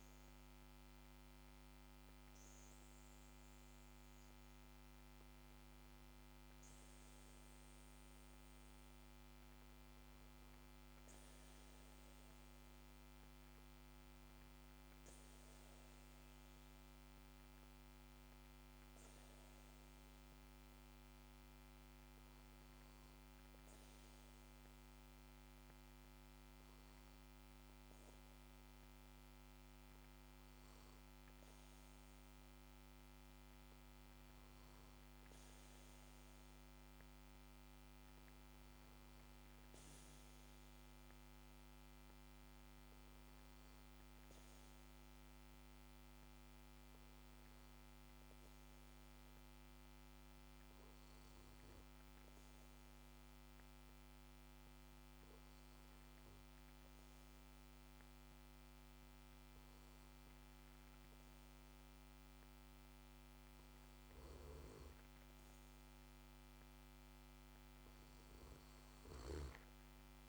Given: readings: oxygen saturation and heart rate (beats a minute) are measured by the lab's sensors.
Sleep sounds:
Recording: breathing in sleep, hard to hear, by a microphone on the trachea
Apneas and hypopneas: 1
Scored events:
39.50-42.50 s: arousal
45.00-66.00 s: hypopnea (oxygen 95% before, 92% lowest, heart rate 58 before, 51 extreme, up 5 after)
From the record:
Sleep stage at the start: N2 (light sleep)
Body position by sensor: on the back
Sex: male

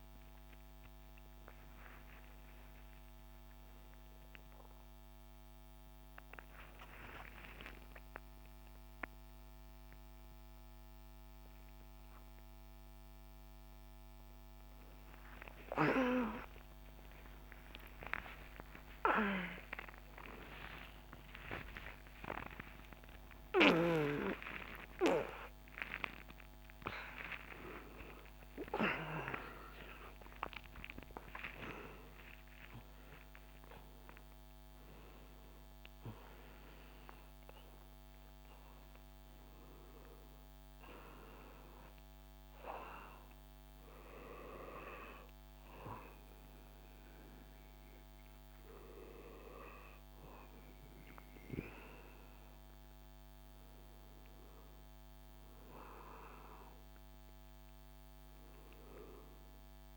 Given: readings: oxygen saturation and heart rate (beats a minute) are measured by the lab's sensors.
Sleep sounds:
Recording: a person partly awake in a sleep study, by a microphone on the trachea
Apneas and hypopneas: none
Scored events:
23.00-59.97 s: new sleep stage, N1 (lightest sleep)
32.00-42.00 s: oxygen desaturation (device-marked, oxygen 97% before, 89% lowest, heart rate 96 before, 60 extreme)
From the record:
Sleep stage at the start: awake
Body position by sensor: on the back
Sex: male

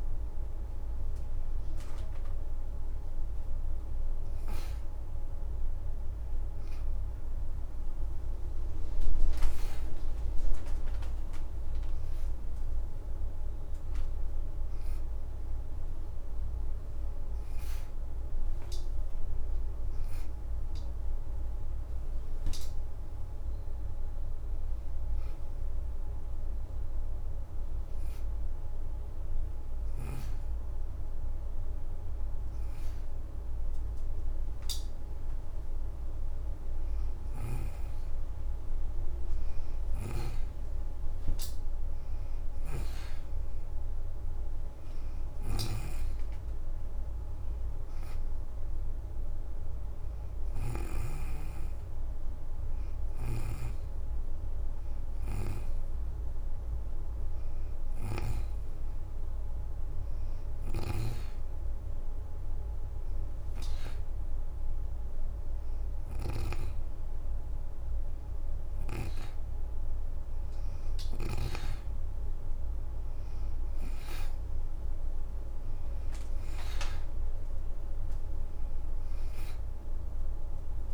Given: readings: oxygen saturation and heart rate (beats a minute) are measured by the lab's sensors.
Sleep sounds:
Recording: breathing in sleep by a room microphone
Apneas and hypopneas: 2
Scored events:
0.00-2.00 s: arousal
0.00-18.50 s: oxygen desaturation (device-marked, oxygen 87% lowest, heart rate 73 extreme)
19.50-23.50 s: arousal
20.00-23.50 s: leg movement (device-marked)
27.50-37.50 s: hypopnea (oxygen 92% before, 85% lowest, heart rate 80 before, 78 extreme, up 4 after)
38.00-41.50 s: arousal
42.00-50.50 s: snoring (device-marked)
43.50-62.50 s: oxygen desaturation (device-marked, oxygen 92% before, 85% lowest, heart rate 79 before, 79 extreme)
52.50-58.00 s: snoring (device-marked)
60.00-69.00 s: snoring (device-marked)
60.00-70.50 s: hypopnea (oxygen 92% before, 86% lowest, heart rate 82 before, 77 extreme, up 4 after)
70.50-80.94 s: oxygen desaturation (device-marked, oxygen 91% before, 86% lowest, heart rate 81 before, 76 extreme)
73.00-78.50 s: arousal
From the record:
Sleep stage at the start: N2 (light sleep)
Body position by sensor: on the back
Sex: female

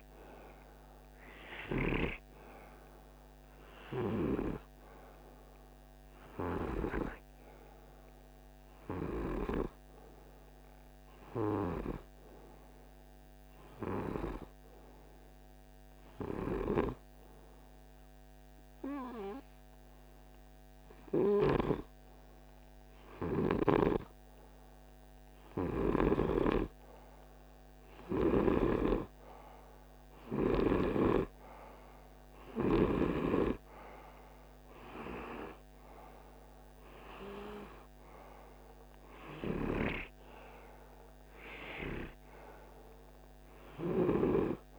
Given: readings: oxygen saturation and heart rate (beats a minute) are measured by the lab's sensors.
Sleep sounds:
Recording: breathing in sleep by a microphone on the trachea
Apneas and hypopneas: 1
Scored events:
11.00-24.00 s: hypopnea (oxygen 96% before, 94% lowest, heart rate 52 before, 50 extreme, up 0 after)
27.00-31.50 s: arousal
From the record:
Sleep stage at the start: N2 (light sleep)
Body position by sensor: on the right side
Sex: male

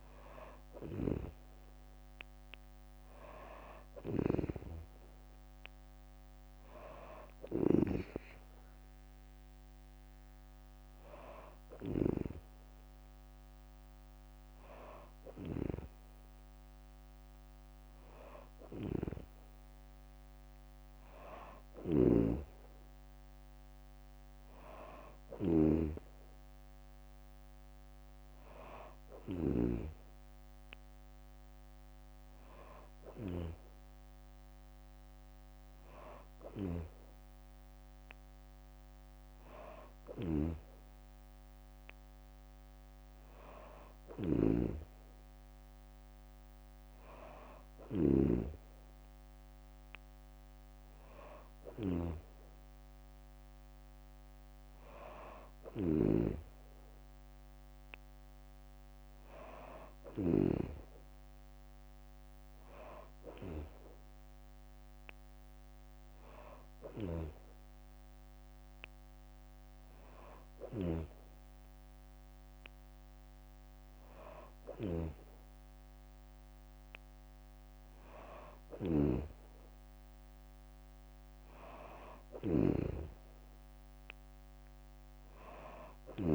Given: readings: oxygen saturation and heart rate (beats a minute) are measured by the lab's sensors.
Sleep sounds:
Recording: breathing in sleep by a microphone on the trachea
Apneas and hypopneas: none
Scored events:
3.50-15.50 s: snoring (device-marked)
21.50-29.50 s: snoring (device-marked)
36.00-60.00 s: snoring (device-marked)
74.50-86.35 s: snoring (device-marked)
From the record:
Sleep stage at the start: N2 (light sleep)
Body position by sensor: on the back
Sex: female

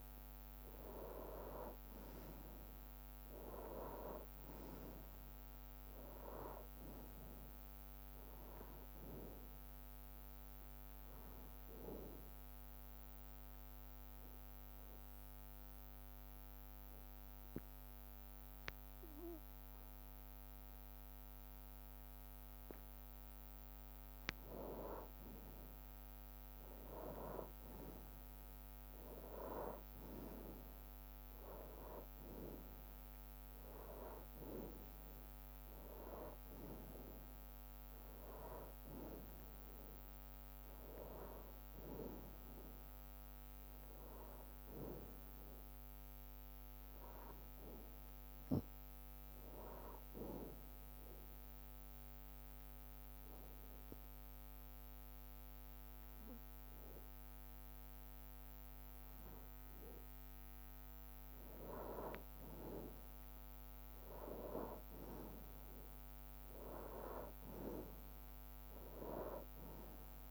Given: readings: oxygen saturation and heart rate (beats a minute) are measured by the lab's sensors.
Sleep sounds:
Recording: breathing in sleep by a microphone on the trachea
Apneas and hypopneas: 2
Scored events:
0.00-2.00 s: arousal
1.00-14.00 s: drop in pulse transit time (device-marked, heart rate 61 before, 60 extreme)
10.00-12.00 s: long interval between heartbeats (device-marked, heart rate 63 before, 69 extreme)
12.00-23.50 s: obstructive apnea (oxygen 96% before, 91% lowest, heart rate 64 before, 61 extreme, up 2 after)
19.00-29.00 s: oxygen desaturation (device-marked, oxygen 94% before, 91% lowest, heart rate 65 before, 54 extreme)
27.00-30.50 s: arousal
34.00-47.00 s: drop in pulse transit time (device-marked, heart rate 62 before, 62 extreme)
37.00-61.00 s: oxygen desaturation (device-marked, oxygen 97% before, 92% lowest, heart rate 62 before, 48 extreme)
46.00-58.00 s: bradycardia (device-marked, heart rate 64 before, 48 extreme)
51.00-61.50 s: obstructive apnea (oxygen 97% before, 91% lowest, heart rate 63 before, 54 extreme, up 13 after)
64.00-68.50 s: arousal
65.00 s: drop in pulse transit time (device-marked)
From the record:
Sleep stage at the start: N2 (light sleep)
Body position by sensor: on the back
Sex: male

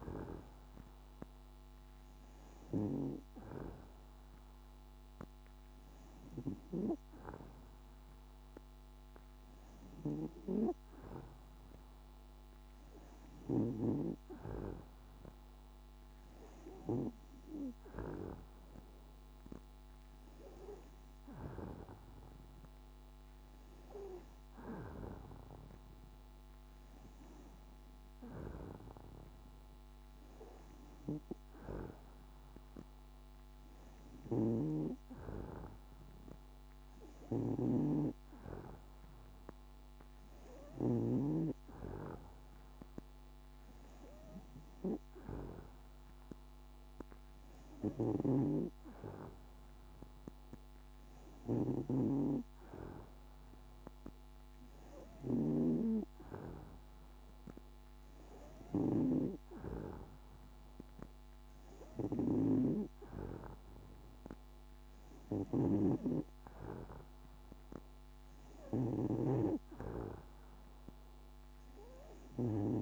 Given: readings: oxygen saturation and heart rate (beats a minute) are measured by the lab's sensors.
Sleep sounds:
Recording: breathing in sleep by a microphone on the trachea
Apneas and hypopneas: none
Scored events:
37.50-41.50 s: snoring (device-marked)
48.00-52.00 s: snoring (device-marked)
65.50-69.50 s: snoring (device-marked)
From the record:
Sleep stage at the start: N2 (light sleep)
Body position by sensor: on the back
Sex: female

